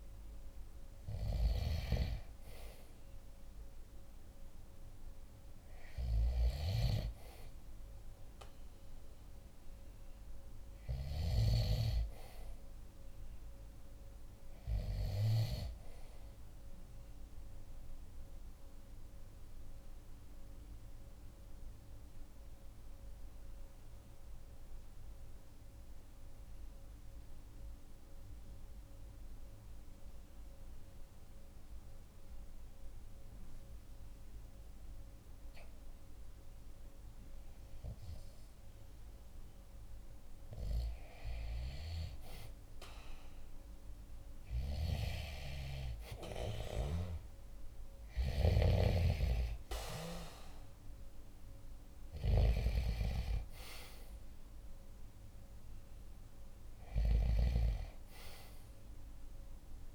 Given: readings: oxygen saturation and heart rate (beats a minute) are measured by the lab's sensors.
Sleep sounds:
breathing in sleep by a room microphone; 1
16.50-38.00 s: obstructive apnea (oxygen 96% before, 93% lowest, heart rate 47 before, 44 extreme, up 3 after)
52.50-59.95 s: oxygen desaturation (device-marked, oxygen 97% before, 93% lowest, heart rate 46 before, 46 extreme)
From the record:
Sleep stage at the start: REM sleep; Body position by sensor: on the right side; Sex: male

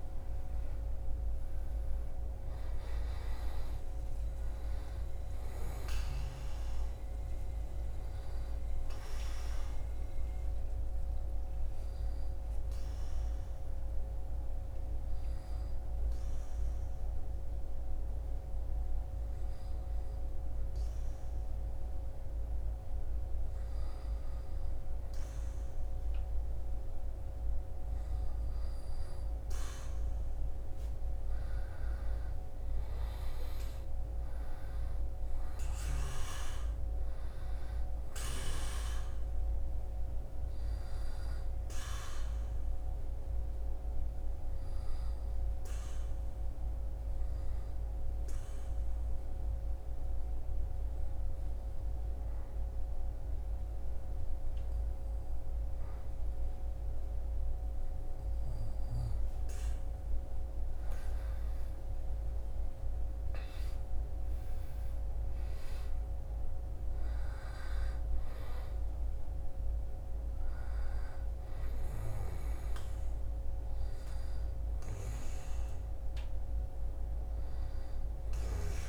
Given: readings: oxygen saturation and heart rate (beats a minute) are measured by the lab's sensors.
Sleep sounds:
breathing in sleep, hard to hear, by a room microphone; 2
11.00-28.00 s: obstructive apnea (oxygen 98% before, 95% lowest, heart rate 67 before, 62 extreme, up 9 after)
30.00-35.50 s: arousal
41.50-59.50 s: obstructive apnea (oxygen 98% before, 95% lowest, heart rate 71 before, 61 extreme, up 15 after)
61.00-66.50 s: arousal
From the record:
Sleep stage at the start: N2 (light sleep); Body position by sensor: on the back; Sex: male

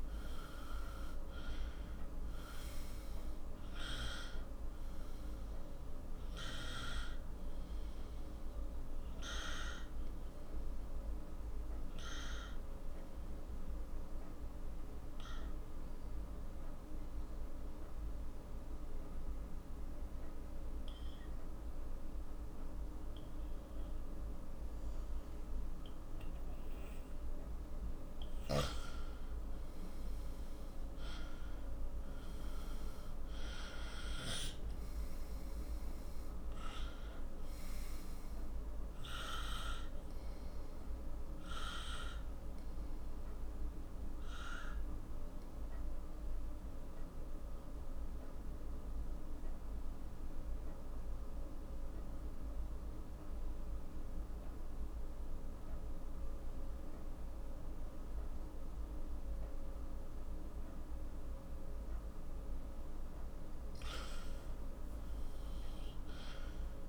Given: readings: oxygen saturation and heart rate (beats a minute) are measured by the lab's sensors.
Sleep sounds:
breathing in sleep by a room microphone; 2
0.00-1.00 s: arousal
1.50-18.50 s: oxygen desaturation (device-marked, oxygen 95% before, 91% lowest, heart rate 52 before, 43 extreme)
8.00-29.00 s: obstructive apnea (oxygen 95% before, 91% lowest, heart rate 55 before, 41 extreme, up 10 after)
27.50-59.50 s: oxygen desaturation (device-marked, oxygen 97% before, 91% lowest, heart rate 48 before, 41 extreme)
31.50-36.00 s: arousal
41.00-62.50 s: obstructive apnea (oxygen 97% before, 91% lowest, heart rate 54 before, 41 extreme, up 14 after)
65.50-66.89 s: arousal
From the record:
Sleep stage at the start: N2 (light sleep); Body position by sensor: on the right side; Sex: male

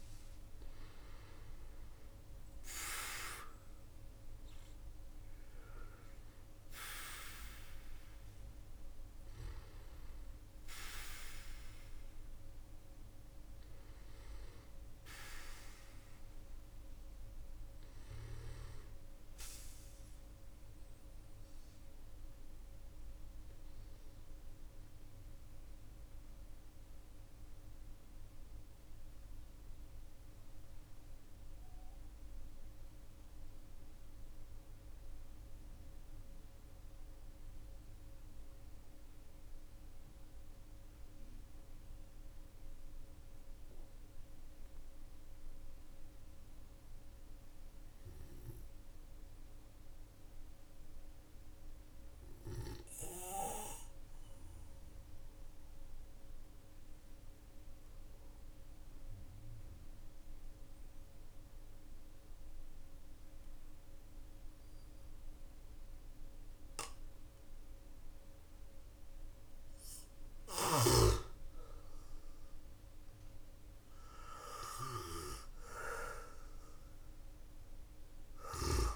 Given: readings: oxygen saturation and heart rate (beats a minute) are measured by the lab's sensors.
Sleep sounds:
breathing in sleep by a room microphone; 2
0.00-8.00 s: oxygen desaturation (device-marked, oxygen 94% lowest, heart rate 45 extreme)
21.50-24.00 s: arousal
26.50-43.00 s: obstructive apnea (oxygen 96% before, 91% lowest, heart rate 49 before, 44 extreme, up 4 after)
45.00-49.00 s: arousal
54.00-78.96 s: new sleep stage, N2 (light sleep)
55.50-72.00 s: obstructive apnea (oxygen 99% before, 91% lowest, heart rate 55 before, 44 extreme, up 15 after)
60.00-78.96 s: oxygen desaturation (device-marked, oxygen 99% before, 91% lowest, heart rate 53 before, 46 extreme)
74.50-78.96 s: arousal
77.50-78.96 s: snoring (device-marked)
From the record:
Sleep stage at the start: REM sleep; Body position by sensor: on the back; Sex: male

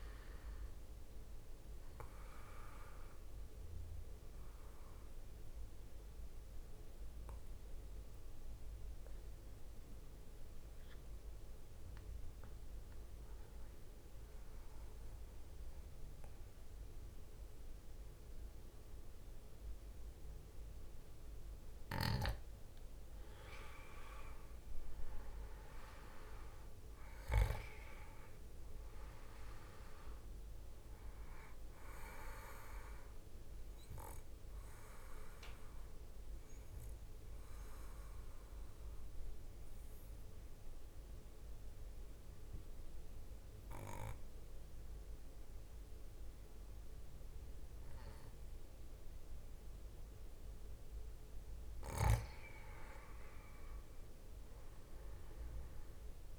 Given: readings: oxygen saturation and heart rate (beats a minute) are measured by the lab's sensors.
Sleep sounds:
breathing in sleep by a room microphone; 2
0.00-12.50 s: oxygen desaturation (device-marked, oxygen 92% lowest, heart rate 56 extreme)
2.50-21.00 s: mixed apnea (oxygen 99% before, 92% lowest, heart rate 65 before, 54 extreme, up 10 after)
23.50-27.00 s: arousal
27.50-46.50 s: oxygen desaturation (device-marked, oxygen 98% before, 93% lowest, heart rate 61 before, 54 extreme)
35.50-52.00 s: obstructive apnea (oxygen 98% before, 91% lowest, heart rate 65 before, 54 extreme, up 14 after)
54.50-56.39 s: drop in pulse transit time (device-marked, heart rate 59 before, 60 extreme)
55.00-56.39 s: arousal
From the record:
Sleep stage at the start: N2 (light sleep); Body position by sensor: on the back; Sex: male

